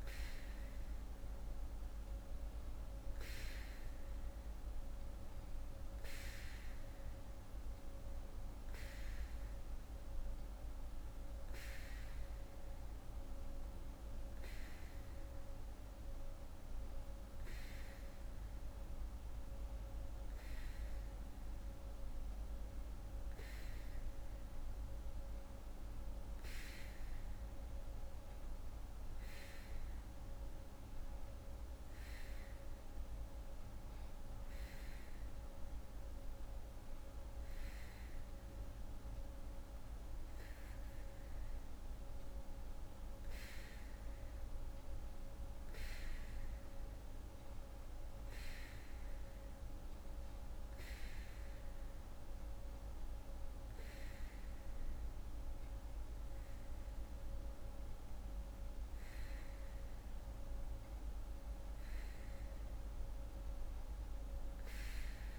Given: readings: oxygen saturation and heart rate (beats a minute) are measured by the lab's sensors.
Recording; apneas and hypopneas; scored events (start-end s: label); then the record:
breathing in sleep, hard to hear, by a room microphone; none
none scored
From the record:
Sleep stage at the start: N3 (deep sleep); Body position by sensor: on the back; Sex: female